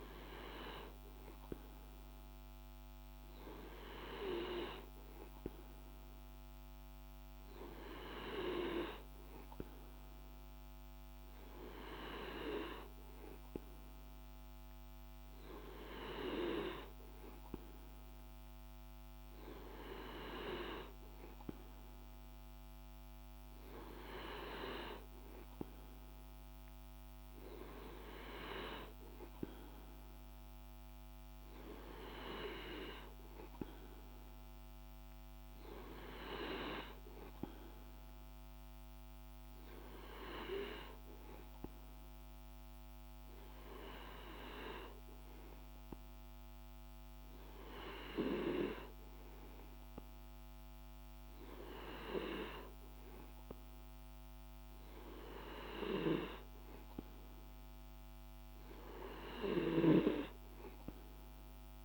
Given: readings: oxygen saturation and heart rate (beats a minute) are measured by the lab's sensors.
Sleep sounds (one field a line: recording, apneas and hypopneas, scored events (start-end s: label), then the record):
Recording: breathing in sleep by a microphone on the trachea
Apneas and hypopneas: none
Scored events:
none scored
From the record:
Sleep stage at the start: N2 (light sleep)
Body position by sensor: on the back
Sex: male